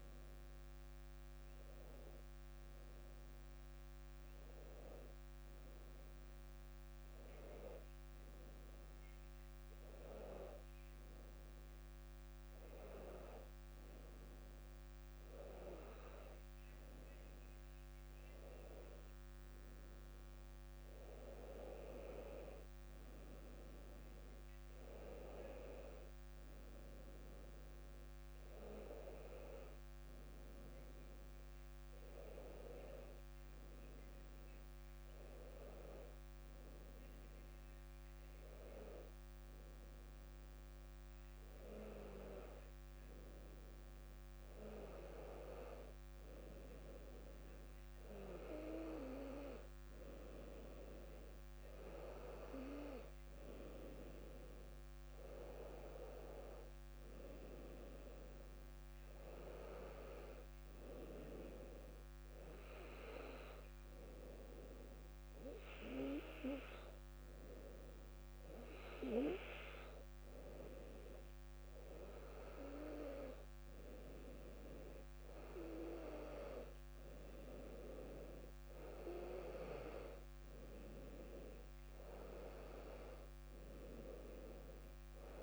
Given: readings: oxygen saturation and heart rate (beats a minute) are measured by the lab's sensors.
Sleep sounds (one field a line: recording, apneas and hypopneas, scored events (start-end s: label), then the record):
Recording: breathing in sleep by a microphone on the trachea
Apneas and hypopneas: none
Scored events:
none scored
From the record:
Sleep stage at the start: N2 (light sleep)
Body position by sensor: on the back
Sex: female